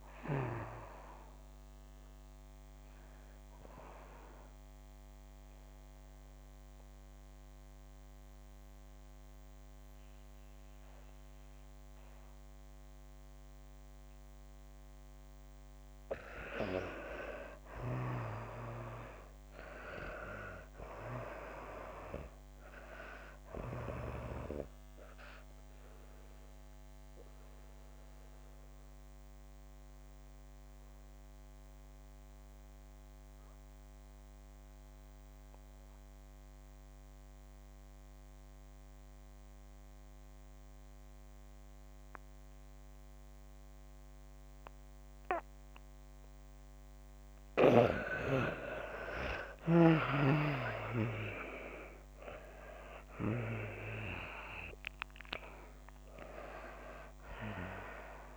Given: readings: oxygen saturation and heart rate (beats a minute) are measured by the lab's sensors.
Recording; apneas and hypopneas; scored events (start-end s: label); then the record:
breathing in sleep by a microphone on the trachea; 2
0.00-1.50 s: oxygen desaturation (device-marked, oxygen 81% lowest)
2.00-15.50 s: mixed apnea (oxygen 96% before, 79% lowest)
17.00-20.50 s: arousal
21.50-38.50 s: oxygen desaturation (device-marked, oxygen 97% before, 85% lowest)
25.50-46.50 s: mixed apnea (oxygen 98% before, 79% lowest)
45.50-58.37 s: oxygen desaturation (device-marked, oxygen 96% before, 79% lowest)
49.50-53.00 s: arousal
From the record:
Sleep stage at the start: N2 (light sleep); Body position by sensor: on the back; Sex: female